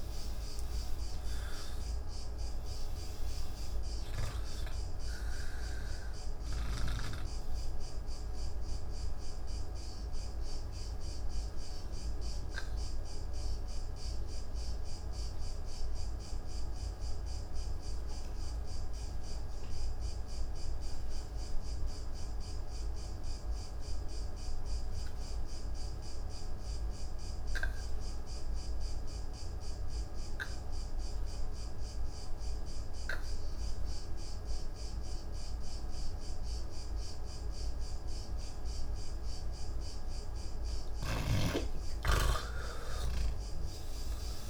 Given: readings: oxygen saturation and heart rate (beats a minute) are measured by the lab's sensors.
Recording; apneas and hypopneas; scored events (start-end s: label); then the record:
breathing in sleep by a room microphone; 1
0.00-18.50 s: oxygen desaturation (device-marked, oxygen 85% lowest)
10.50-40.00 s: obstructive apnea (oxygen 97% before, 81% lowest)
32.50-44.50 s: oxygen desaturation (device-marked, oxygen 99% before, 81% lowest, heart rate 43 before, 60 extreme)
From the record:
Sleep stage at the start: N3 (deep sleep); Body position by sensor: on the back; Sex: male